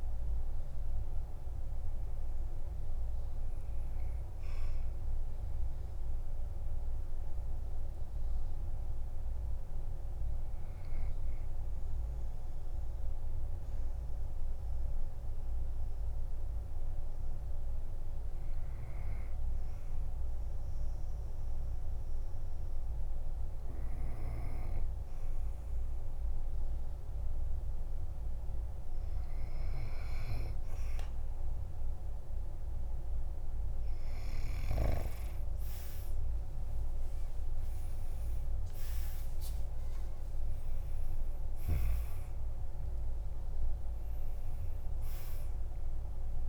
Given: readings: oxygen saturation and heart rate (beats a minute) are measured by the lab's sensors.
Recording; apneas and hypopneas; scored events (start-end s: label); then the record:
breathing in sleep, hard to hear, by a room microphone; 1
0.00-21.00 s: oxygen desaturation (device-marked, oxygen 98% before, 92% lowest, heart rate 50 before, 48 extreme)
13.50-30.50 s: obstructive apnea (oxygen 96% before, 93% lowest, heart rate 76 before, 48 extreme, up 19 after)
34.00-46.48 s: oxygen desaturation (device-marked, oxygen 99% before, 93% lowest, heart rate 50 before, 47 extreme)
36.00-41.00 s: tachycardia (device-marked, heart rate 54 before, 109 extreme)
36.50-41.00 s: arousal
37.00-39.00 s: long interval between heartbeats (device-marked, heart rate 51 before, 65 extreme)
39.50-41.50 s: long interval between heartbeats (device-marked, heart rate 53 before, 103 extreme)
From the record:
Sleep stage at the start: N2 (light sleep); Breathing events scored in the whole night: 282 in 3.9 hours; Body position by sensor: on the back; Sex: male